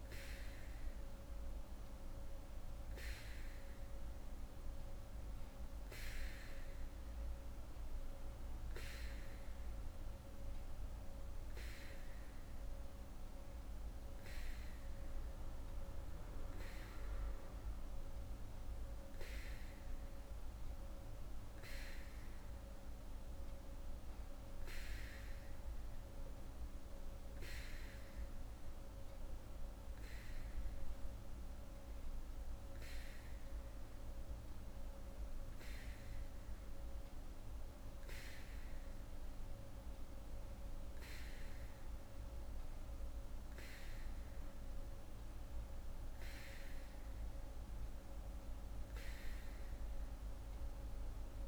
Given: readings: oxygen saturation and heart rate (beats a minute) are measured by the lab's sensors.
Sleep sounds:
breathing in sleep, hard to hear, by a room microphone; none
none scored
From the record:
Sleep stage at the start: N3 (deep sleep); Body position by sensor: on the back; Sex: female

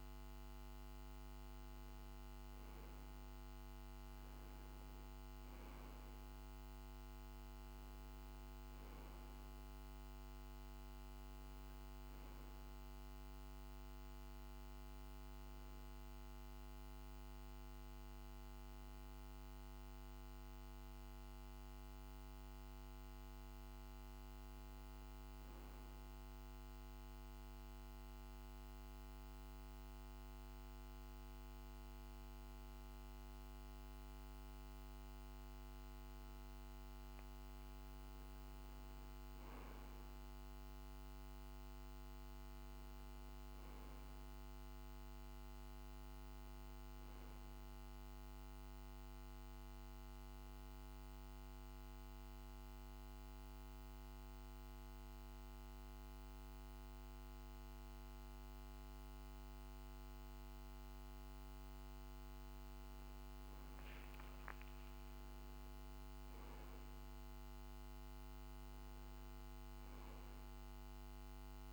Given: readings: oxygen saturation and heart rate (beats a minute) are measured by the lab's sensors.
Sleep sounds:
breathing in sleep, hard to hear, by a microphone on the trachea; 2
0.00-1.50 s: arousal
25.00-36.50 s: obstructive apnea (oxygen 96% before, 94% lowest, heart rate 50 before, 47 extreme, up 3 after)
43.00-46.00 s: arousal
49.00-62.00 s: obstructive apnea (oxygen 96% before, 94% lowest, heart rate 50 before, 47 extreme, up 4 after)
63.50-68.00 s: arousal
From the record:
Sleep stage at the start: N2 (light sleep); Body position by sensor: on the back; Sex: male

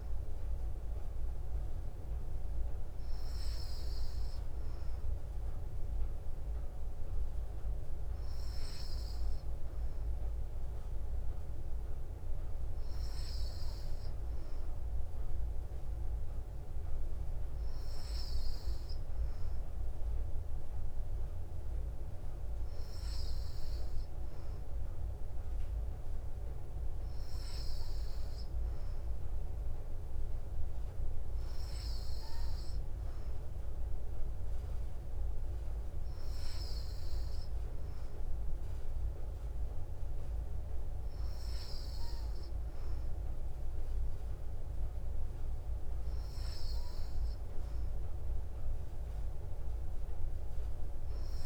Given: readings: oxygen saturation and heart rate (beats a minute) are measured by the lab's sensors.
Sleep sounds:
breathing in sleep, hard to hear, by a room microphone; none
none scored
From the record:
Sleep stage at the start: N3 (deep sleep); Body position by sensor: on the back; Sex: female

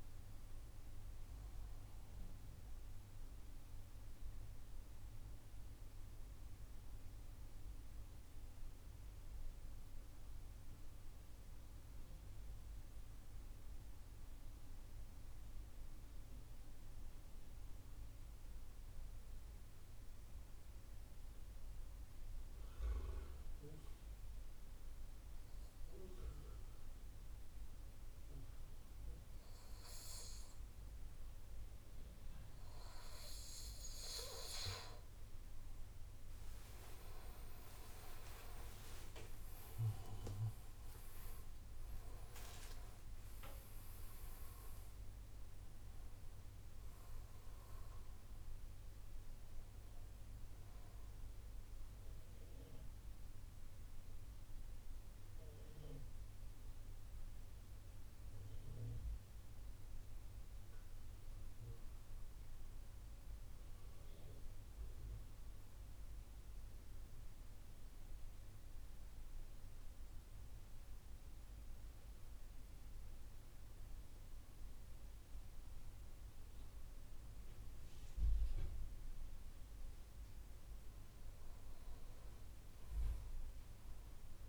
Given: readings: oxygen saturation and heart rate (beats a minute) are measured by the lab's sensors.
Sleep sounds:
breathing in sleep by a room microphone; 2
0.00-9.00 s: oxygen desaturation (device-marked, oxygen 88% lowest, heart rate 30 extreme)
3.00-31.50 s: mixed apnea (oxygen 95% before, 89% lowest, heart rate 58 before, 76 extreme, up 28 after)
28.00-58.00 s: oxygen desaturation (device-marked, oxygen 99% before, 92% lowest, heart rate 135 before, 89 extreme)
33.50-37.00 s: arousal
52.00-80.00 s: central apnea (oxygen 99% before, 92% lowest, heart rate 118 before, 70 extreme, up 51 after)
80.00-84.49 s: oxygen desaturation (device-marked, oxygen 99% before, 94% lowest, heart rate 134 before, 64 extreme)
81.50-84.49 s: arousal
From the record:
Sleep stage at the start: N2 (light sleep); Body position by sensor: on the right side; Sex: male

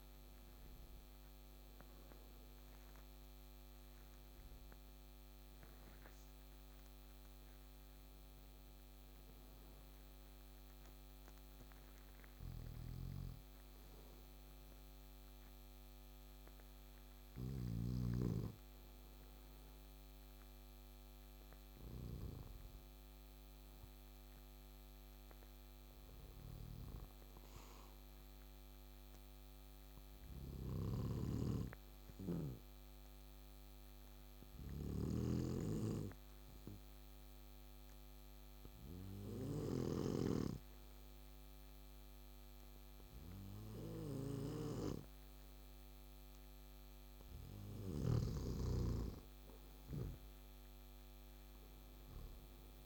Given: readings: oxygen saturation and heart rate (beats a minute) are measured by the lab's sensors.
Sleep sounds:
breathing in sleep by a microphone on the trachea; 1
0.00-14.50 s: oxygen desaturation (device-marked, oxygen 93% lowest, heart rate 60 extreme)
20.50-24.50 s: arousal
28.00-46.50 s: obstructive apnea (oxygen 100% before, 95% lowest, heart rate 64 before, 61 extreme, up 6 after)
30.50-40.00 s: snoring (device-marked)
49.00-52.85 s: arousal
From the record:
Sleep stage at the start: N2 (light sleep); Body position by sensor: on the back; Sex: male

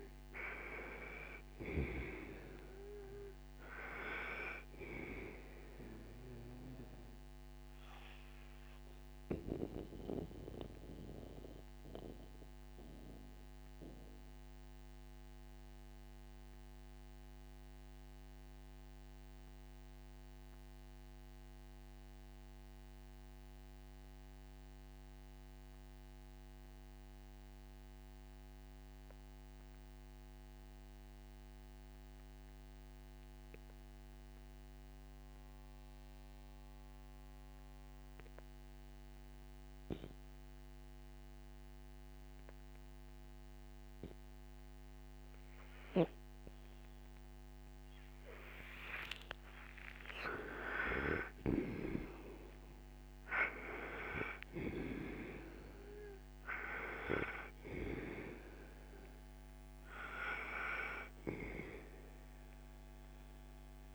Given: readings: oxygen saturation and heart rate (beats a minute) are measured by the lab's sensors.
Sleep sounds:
breathing in sleep by a microphone on the trachea; 1
0.00-1.50 s: snoring (device-marked)
0.00-30.50 s: oxygen desaturation (device-marked, oxygen 77% lowest, heart rate 60 extreme)
8.00-49.00 s: mixed apnea (oxygen 97% before, 77% lowest, heart rate 65 before, 57 extreme, up 4 after)
39.50-63.95 s: oxygen desaturation (device-marked, oxygen 98% before, 79% lowest, heart rate 67 before, 57 extreme)
50.00-54.00 s: arousal
From the record:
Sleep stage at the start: N2 (light sleep); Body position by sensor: on the right side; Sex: male

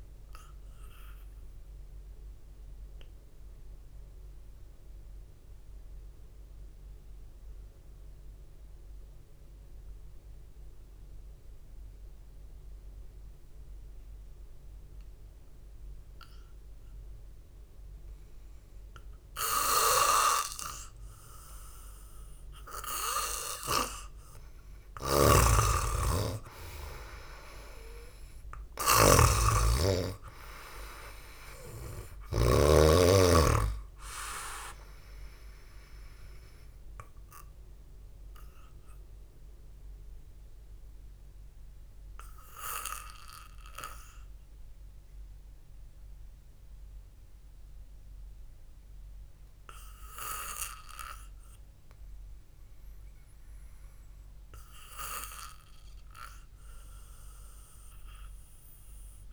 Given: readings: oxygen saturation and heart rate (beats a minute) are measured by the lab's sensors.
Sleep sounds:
breathing in sleep by a room microphone; 2
2.00-19.50 s: obstructive apnea (oxygen 97% before, 90% lowest, heart rate 60 before, 53 extreme, up 0 after)
8.00-21.00 s: oxygen desaturation (device-marked, oxygen 95% before, 90% lowest, heart rate 57 before, 53 extreme)
22.00-25.00 s: arousal
25.50-33.00 s: snoring (device-marked)
27.00-29.00 s: long interval between heartbeats (device-marked, heart rate 59 before, 54 extreme)
38.00-54.50 s: obstructive apnea (oxygen 96% before, 91% lowest, heart rate 57 before, 50 extreme, up 1 after)
50.00-57.00 s: oxygen desaturation (device-marked, oxygen 94% before, 91% lowest, heart rate 62 before, 50 extreme)
56.00-58.50 s: arousal
From the record:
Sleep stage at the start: N2 (light sleep); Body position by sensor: on the back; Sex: male

